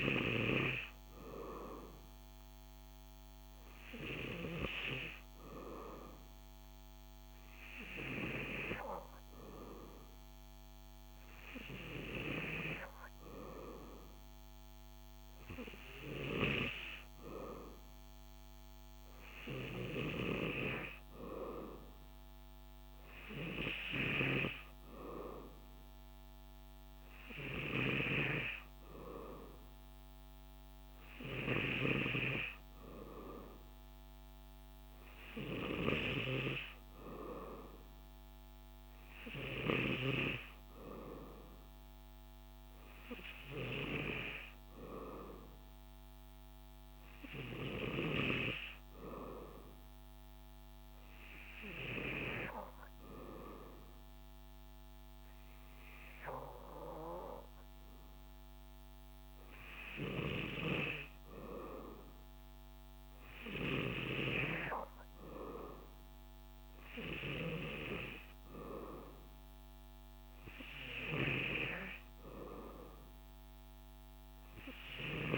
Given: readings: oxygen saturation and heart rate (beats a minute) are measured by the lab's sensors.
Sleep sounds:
breathing in sleep by a microphone on the trachea; none
none scored
From the record:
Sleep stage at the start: N3 (deep sleep); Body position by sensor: on the back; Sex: male

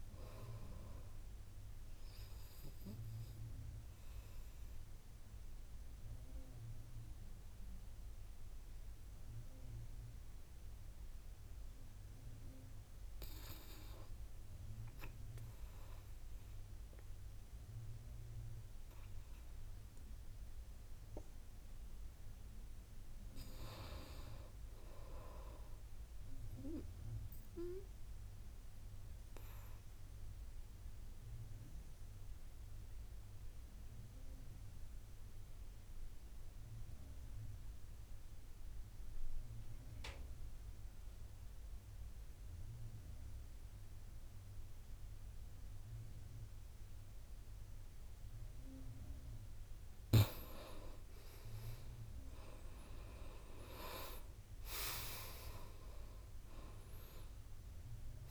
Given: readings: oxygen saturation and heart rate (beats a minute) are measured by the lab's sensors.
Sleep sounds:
breathing in sleep by a room microphone; 2
0.00-14.00 s: oxygen desaturation (device-marked, oxygen 85% lowest, heart rate 55 extreme)
2.00-21.50 s: obstructive apnea (oxygen 97% before, 84% lowest, heart rate 65 before, 55 extreme, up 5 after)
23.00-26.00 s: arousal
28.50-49.00 s: obstructive apnea (oxygen 99% before, 84% lowest, heart rate 57 before, 59 extreme, up 9 after)
33.00-58.31 s: oxygen desaturation (device-marked, oxygen 98% before, 84% lowest, heart rate 58 before, 57 extreme)
51.00-55.00 s: arousal
From the record:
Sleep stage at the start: N2 (light sleep); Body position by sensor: on the back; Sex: male

